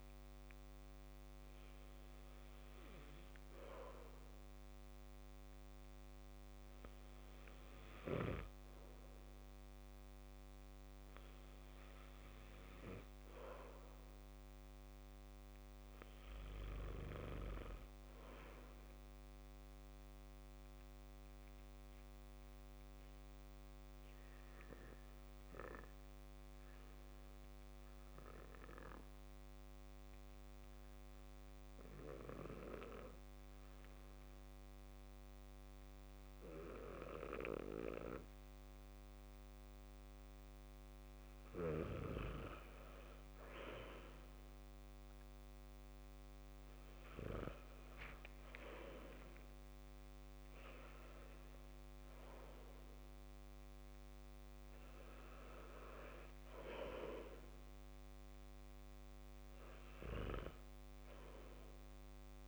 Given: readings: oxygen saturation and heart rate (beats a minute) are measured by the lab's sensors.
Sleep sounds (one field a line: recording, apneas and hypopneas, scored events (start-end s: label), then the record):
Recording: breathing in sleep by a microphone on the trachea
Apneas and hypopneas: 1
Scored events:
21.50-42.00 s: obstructive apnea (oxygen 95% before, 85% lowest, heart rate 66 before, 63 extreme, up 11 after)
50.50-62.48 s: new sleep stage, awake
52.50-62.48 s: oxygen desaturation (device-marked, oxygen 94% before, 85% lowest, heart rate 70 before, 61 extreme)
From the record:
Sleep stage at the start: N2 (light sleep)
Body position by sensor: on the back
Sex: male